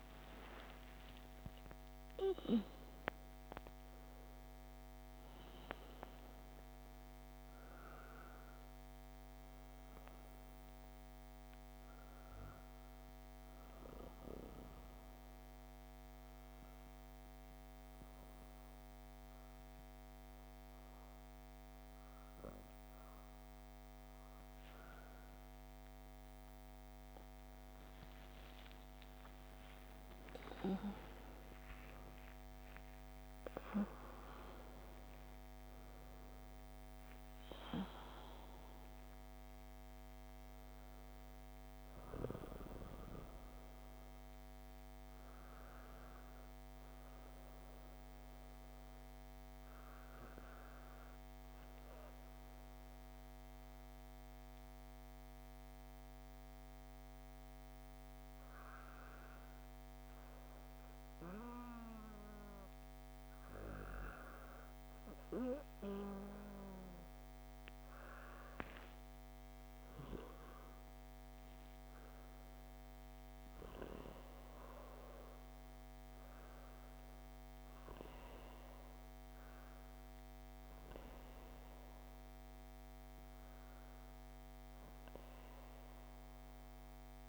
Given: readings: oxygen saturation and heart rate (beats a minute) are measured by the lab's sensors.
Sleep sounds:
breathing in sleep by a microphone on the trachea; 2
0.00-3.50 s: arousal
13.50-24.00 s: obstructive apnea (oxygen 97% before, 95% lowest, heart rate 75 before, 63 extreme, up 34 after)
27.00-32.50 s: arousal
52.50-66.00 s: hypopnea (oxygen 98% before, 95% lowest, heart rate 77 before, 55 extreme, up 19 after)
68.00-72.00 s: arousal
From the record:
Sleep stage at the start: N2 (light sleep); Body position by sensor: on the back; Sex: female

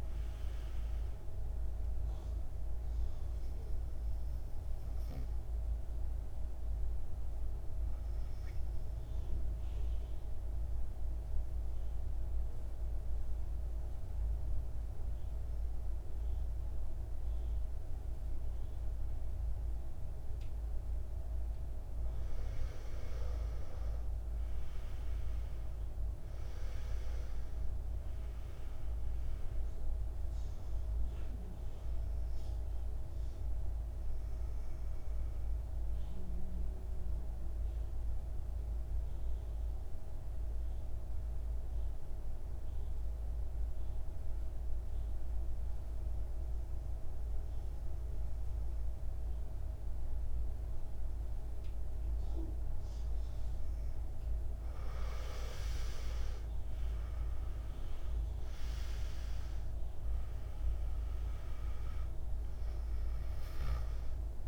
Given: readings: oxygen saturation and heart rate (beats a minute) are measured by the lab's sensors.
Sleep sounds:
breathing in sleep, hard to hear, by a room microphone; 2
1.50-14.50 s: oxygen desaturation (device-marked, oxygen 97% before, 90% lowest, heart rate 56 before, 53 extreme)
8.00-21.50 s: mixed apnea (oxygen 97% before, 87% lowest, heart rate 58 before, 53 extreme, up 9 after)
23.00-26.50 s: arousal
27.50-45.50 s: oxygen desaturation (device-marked, oxygen 98% before, 90% lowest, heart rate 56 before, 53 extreme)
32.50-53.00 s: mixed apnea (oxygen 98% before, 85% lowest, heart rate 57 before, 51 extreme, up 15 after)
57.00-61.50 s: arousal
58.50-64.47 s: oxygen desaturation (device-marked, oxygen 98% before, 88% lowest, heart rate 55 before, 51 extreme)
From the record:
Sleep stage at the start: N2 (light sleep); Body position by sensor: on the back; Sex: male

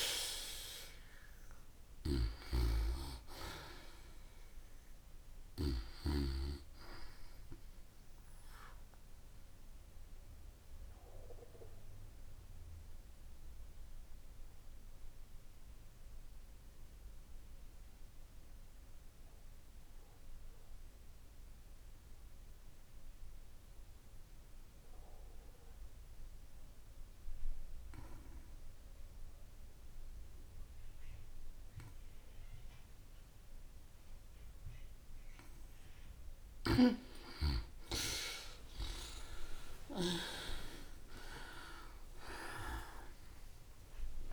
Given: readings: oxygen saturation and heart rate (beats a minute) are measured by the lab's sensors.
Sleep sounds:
breathing in sleep by a room microphone; 1
0.00-4.00 s: arousal
0.00-8.00 s: oxygen desaturation (device-marked, oxygen 92% lowest)
2.00-6.00 s: snoring (device-marked)
9.00-34.00 s: obstructive apnea (oxygen 97% before, 88% lowest)
32.00-41.00 s: oxygen desaturation (device-marked, oxygen 95% before, 88% lowest)
39.50-44.33 s: arousal
From the record:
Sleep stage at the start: N2 (light sleep); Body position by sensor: on the back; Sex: female

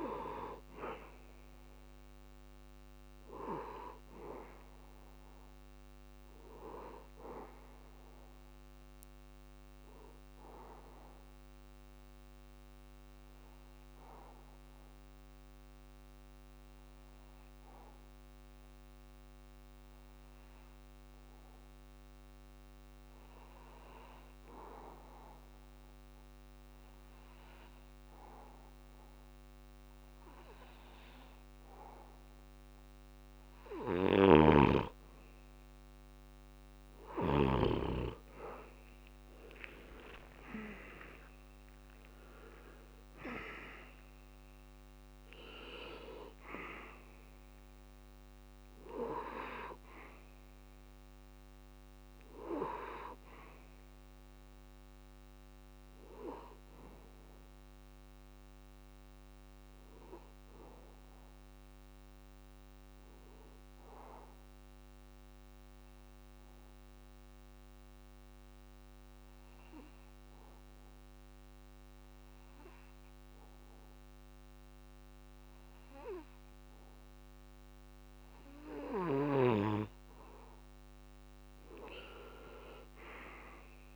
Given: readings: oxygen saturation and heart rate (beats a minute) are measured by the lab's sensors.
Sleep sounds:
breathing in sleep by a microphone on the trachea; 2
0.00-11.00 s: oxygen desaturation (device-marked, oxygen 85% lowest)
10.50-33.50 s: mixed apnea (oxygen 96% before, 86% lowest)
28.00-64.00 s: oxygen desaturation (device-marked, oxygen 98% before, 86% lowest)
36.00-40.00 s: arousal
61.00-78.00 s: central apnea (oxygen 95% before, 87% lowest)
82.00-83.96 s: arousal
82.00-83.96 s: oxygen desaturation (device-marked, oxygen 98% before, 87% lowest)
From the record:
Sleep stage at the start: N2 (light sleep); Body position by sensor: on the back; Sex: male

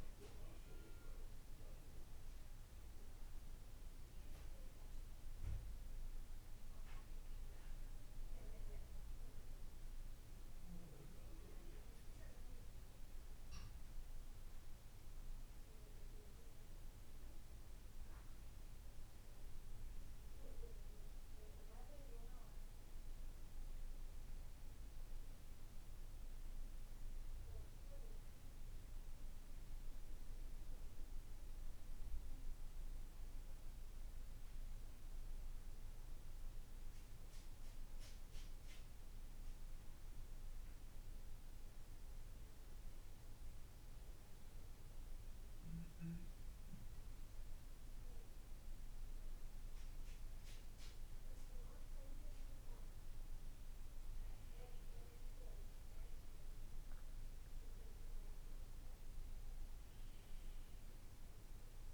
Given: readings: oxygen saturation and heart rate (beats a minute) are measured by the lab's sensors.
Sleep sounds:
a person awake in a sleep study, hard to hear, by a room microphone; none
none scored
From the record:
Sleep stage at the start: awake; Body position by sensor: on the right side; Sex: male

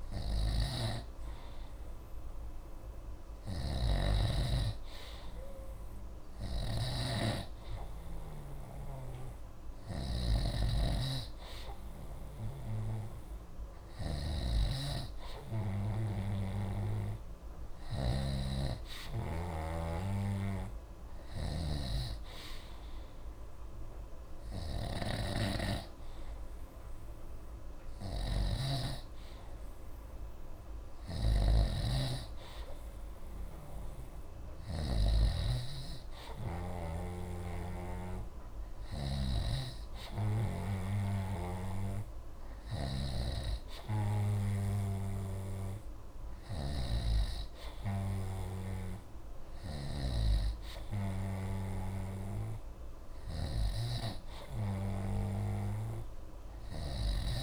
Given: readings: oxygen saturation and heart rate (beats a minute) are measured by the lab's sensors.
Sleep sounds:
breathing in sleep by a room microphone; none
0.00-7.00 s: snoring (device-marked)
9.00-35.00 s: snoring (device-marked)
39.50-57.43 s: snoring (device-marked)
From the record:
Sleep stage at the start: N3 (deep sleep); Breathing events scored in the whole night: 471 in 6.8 hours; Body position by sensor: on the right side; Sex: male

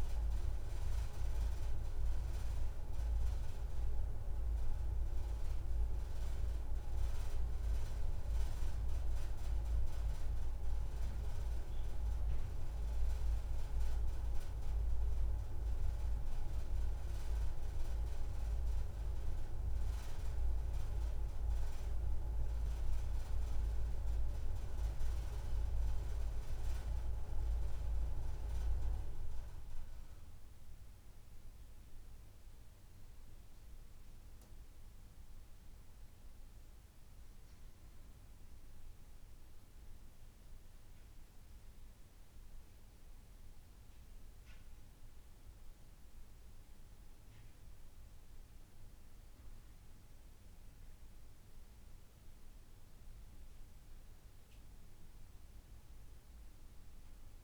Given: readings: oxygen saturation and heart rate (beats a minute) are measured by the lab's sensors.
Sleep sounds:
breathing in sleep by a room microphone; none
none scored
From the record:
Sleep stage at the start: N2 (light sleep); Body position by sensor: on the back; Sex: female

